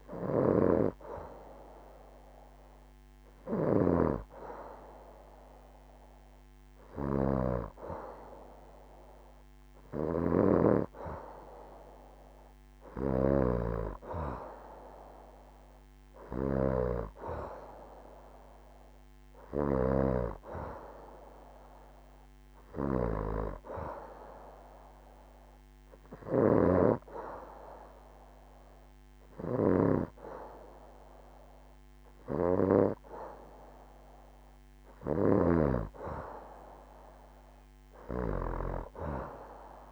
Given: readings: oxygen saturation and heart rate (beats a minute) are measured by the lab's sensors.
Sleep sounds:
breathing in sleep by a microphone on the trachea; 1
0.00-11.00 s: oxygen desaturation (device-marked, oxygen 89% lowest, heart rate 66 extreme)
0.00-39.92 s: snoring (device-marked)
16.50-20.00 s: arousal
23.50-35.00 s: hypopnea (oxygen 93% before, 89% lowest, heart rate 69 before, 68 extreme, up 3 after)
From the record:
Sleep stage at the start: N2 (light sleep); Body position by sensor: on the back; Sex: female

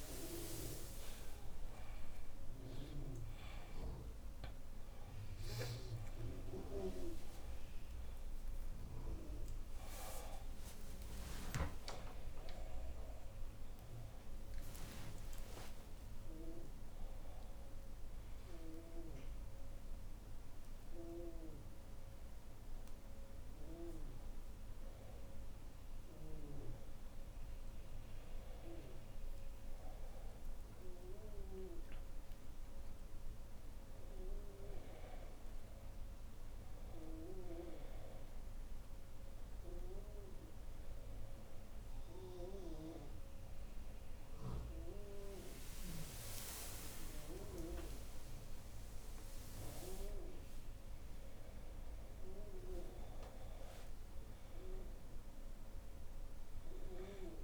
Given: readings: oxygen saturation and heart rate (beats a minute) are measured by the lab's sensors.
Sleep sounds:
a person awake in a sleep study, by a room microphone; none
0.00-13.00 s: oxygen desaturation (device-marked, oxygen 93% lowest, heart rate 67 extreme)
19.00-49.00 s: new sleep stage, awake
49.00-57.43 s: new sleep stage, N1 (lightest sleep)
From the record:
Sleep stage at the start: N2 (light sleep); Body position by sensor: on the back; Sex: female

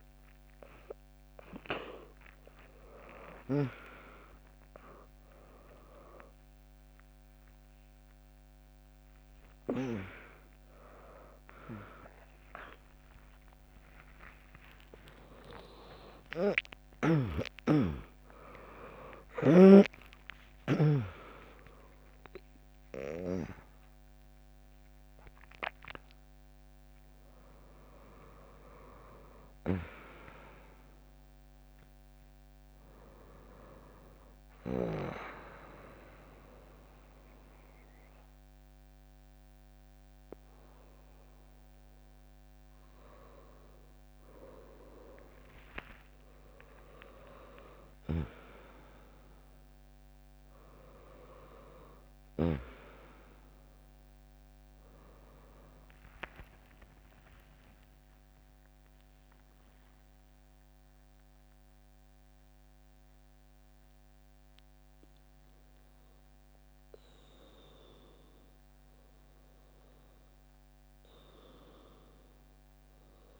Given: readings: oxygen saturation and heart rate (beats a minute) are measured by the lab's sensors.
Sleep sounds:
a person awake in a sleep study, by a microphone on the trachea; none
1.50-9.50 s: tachycardia (device-marked, heart rate 77 before, 146 extreme)
3.50-63.50 s: new sleep stage, awake
4.00-6.00 s: long interval between heartbeats (device-marked, heart rate 73 before, 98 extreme)
4.50-12.50 s: drop in pulse transit time (device-marked, heart rate 74 before, 107 extreme)
6.00-8.00 s: long interval between heartbeats (device-marked, heart rate 76 before, 132 extreme)
10.50-16.50 s: tachycardia (device-marked, heart rate 78 before, 119 extreme)
12.00-14.00 s: long interval between heartbeats (device-marked, heart rate 92 before, 100 extreme)
15.50-17.50 s: long interval between heartbeats (device-marked, heart rate 98 before, 119 extreme)
19.50-30.50 s: drop in pulse transit time (device-marked, heart rate 108 before, 90 extreme)
55.50-68.50 s: drop in pulse transit time (device-marked, heart rate 81 before, 84 extreme)
63.50-73.40 s: new sleep stage, N2 (light sleep)
From the record:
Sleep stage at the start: N2 (light sleep); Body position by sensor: on the right side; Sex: female

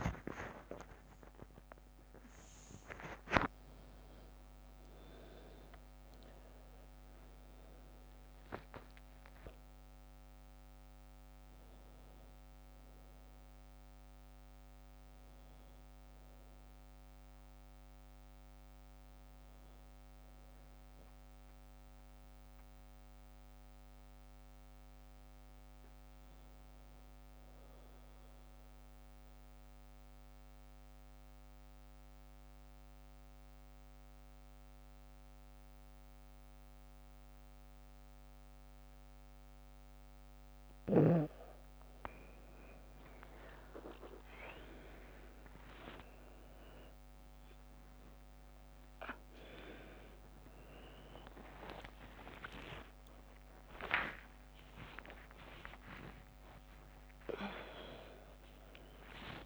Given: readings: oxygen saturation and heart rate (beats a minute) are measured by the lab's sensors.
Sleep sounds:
breathing in sleep by a microphone on the trachea; 1
0.00-1.50 s: arousal
0.00-26.50 s: oxygen desaturation (device-marked, oxygen 88% lowest, heart rate 54 extreme)
28.50-42.00 s: central apnea (oxygen 100% before, 89% lowest, heart rate 60 before, 54 extreme)
39.50-59.46 s: oxygen desaturation (device-marked, oxygen 99% before, 89% lowest, heart rate 58 before, 51 extreme)
41.50-56.50 s: tachycardia (device-marked, heart rate 64 before, 147 extreme)
43.00-45.00 s: long interval between heartbeats (device-marked, heart rate 57 before, 78 extreme)
45.50-47.50 s: long interval between heartbeats (device-marked, heart rate 63 before, 121 extreme)
48.00-50.00 s: long interval between heartbeats (device-marked, heart rate 69 before, 135 extreme)
51.50-59.46 s: new sleep stage, awake
53.00-55.00 s: long interval between heartbeats (device-marked, heart rate 86 before, 129 extreme)
55.50-57.50 s: long interval between heartbeats (device-marked, heart rate 97 before, 129 extreme)
From the record:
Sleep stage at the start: N2 (light sleep); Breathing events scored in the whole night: 174 in 4.2 hours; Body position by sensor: on the back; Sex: female

